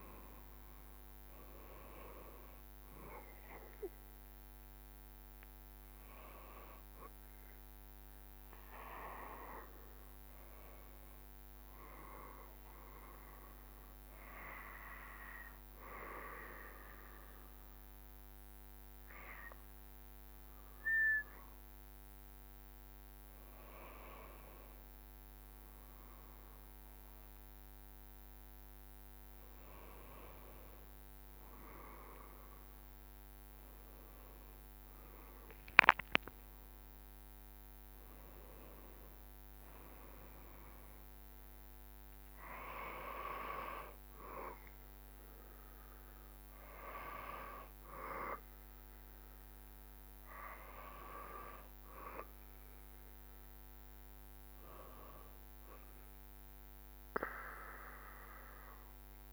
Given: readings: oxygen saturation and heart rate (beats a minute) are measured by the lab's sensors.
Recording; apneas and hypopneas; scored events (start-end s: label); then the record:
breathing in sleep by a microphone on the trachea; 1
7.50-23.50 s: hypopnea (oxygen 96% before, 94% lowest, heart rate 76 before, 68 extreme, up 2 after)
29.00-35.00 s: arousal
36.50-48.50 s: drop in pulse transit time (device-marked, heart rate 70 before, 72 extreme)
From the record:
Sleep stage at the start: N2 (light sleep); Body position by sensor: on the back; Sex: male